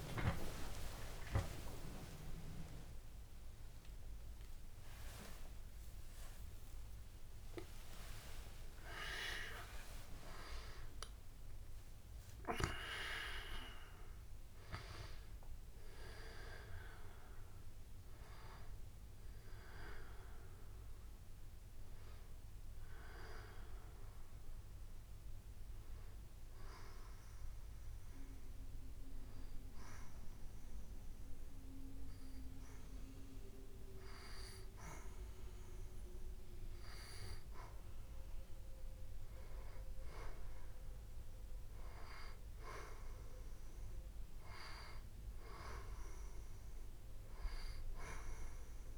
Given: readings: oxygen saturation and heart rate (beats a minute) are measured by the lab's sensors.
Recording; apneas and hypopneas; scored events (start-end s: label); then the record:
a person partly awake in a sleep study, by a room microphone; 1
0.00-1.50 s: long interval between heartbeats (device-marked, heart rate 122 extreme)
3.00-19.00 s: oxygen desaturation (device-marked, oxygen 94% before, 88% lowest, heart rate 91 before, 71 extreme)
5.00-7.00 s: long interval between heartbeats (device-marked, heart rate 97 before, 108 extreme)
18.00-48.98 s: new sleep stage, N2 (light sleep)
27.50-39.00 s: hypopnea (oxygen 95% before, 91% lowest, heart rate 83 before, 71 extreme, up 6 after)
42.50-47.00 s: arousal
From the record:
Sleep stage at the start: awake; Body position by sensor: on the back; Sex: female